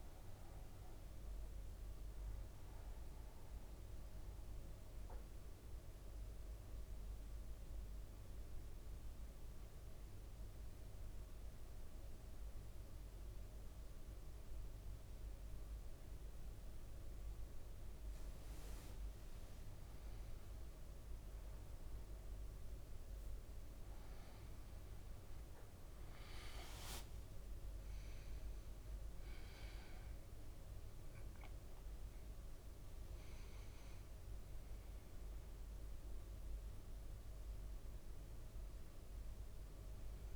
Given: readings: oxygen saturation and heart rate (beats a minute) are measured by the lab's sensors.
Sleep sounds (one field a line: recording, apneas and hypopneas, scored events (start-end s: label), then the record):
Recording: breathing in sleep, hard to hear, by a room microphone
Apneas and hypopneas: 1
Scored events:
0.00-19.00 s: bradycardia (device-marked, heart rate 54 extreme)
2.50-18.00 s: central apnea (oxygen 99% before, 95% lowest, heart rate 60 before, 56 extreme, up 5 after)
17.00-19.50 s: leg movement (device-marked)
26.50-32.00 s: arousal
32.00-40.36 s: bradycardia (device-marked, heart rate 57 before, 55 extreme)
From the record:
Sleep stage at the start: N1 (lightest sleep)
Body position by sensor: on the back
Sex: male